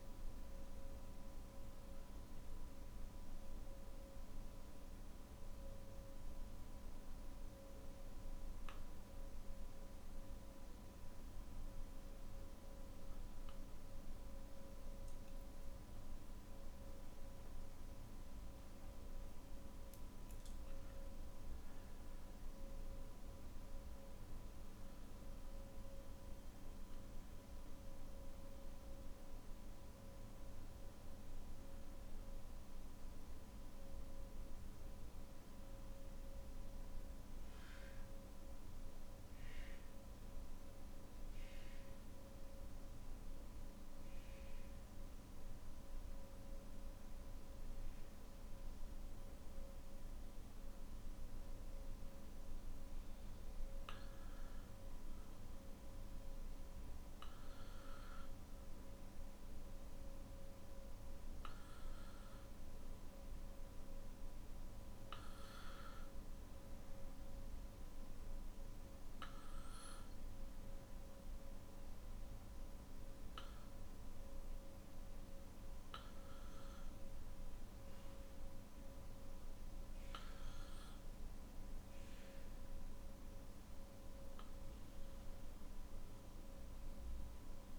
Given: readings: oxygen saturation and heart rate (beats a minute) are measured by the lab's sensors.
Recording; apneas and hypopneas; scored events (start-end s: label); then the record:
breathing in sleep, hard to hear, by a room microphone; 2
1.00-13.50 s: mixed apnea (oxygen 98% before, 94% lowest, heart rate 49 before, 47 extreme, up 12 after)
22.00-34.00 s: oxygen desaturation (device-marked, oxygen 97% before, 94% lowest, heart rate 51 before, 48 extreme)
35.00-54.00 s: obstructive apnea (oxygen 97% before, 94% lowest, heart rate 55 before, 48 extreme, up 7 after)
From the record:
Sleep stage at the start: N3 (deep sleep); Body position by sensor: on the back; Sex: male